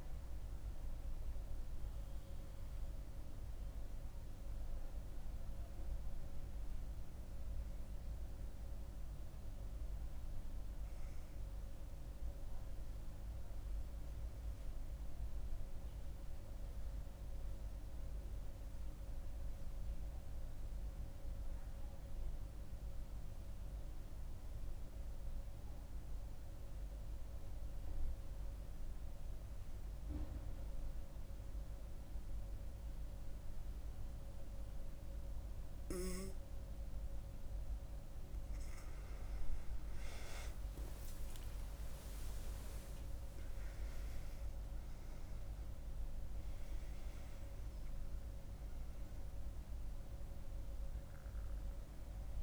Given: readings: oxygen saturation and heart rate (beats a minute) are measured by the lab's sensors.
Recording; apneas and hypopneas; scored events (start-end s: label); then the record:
breathing in sleep, hard to hear, by a room microphone; 1
0.00-22.50 s: oxygen desaturation (device-marked, oxygen 90% lowest, heart rate 64 extreme)
14.00-36.50 s: mixed apnea (oxygen 96% before, 90% lowest, heart rate 76 before, 65 extreme, up 39 after)
38.50-52.43 s: oxygen desaturation (device-marked, oxygen 97% before, 92% lowest, heart rate 69 before, 65 extreme)
39.50-44.50 s: arousal
From the record:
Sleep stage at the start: N2 (light sleep); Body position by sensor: on the right side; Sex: female